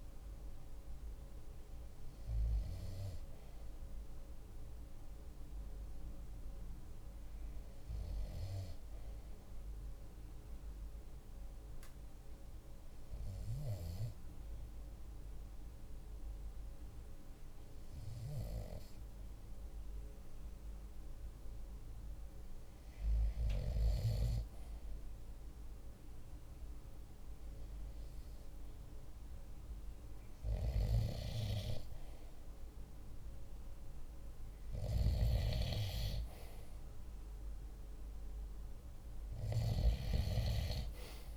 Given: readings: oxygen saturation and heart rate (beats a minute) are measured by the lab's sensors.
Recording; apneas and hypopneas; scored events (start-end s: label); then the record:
breathing in sleep by a room microphone; 1
7.50-21.50 s: obstructive apnea (oxygen 95% before, 95% lowest, heart rate 46 before, 46 extreme, up 1 after)
24.50-29.00 s: arousal
From the record:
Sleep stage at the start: N2 (light sleep); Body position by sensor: on the right side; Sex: male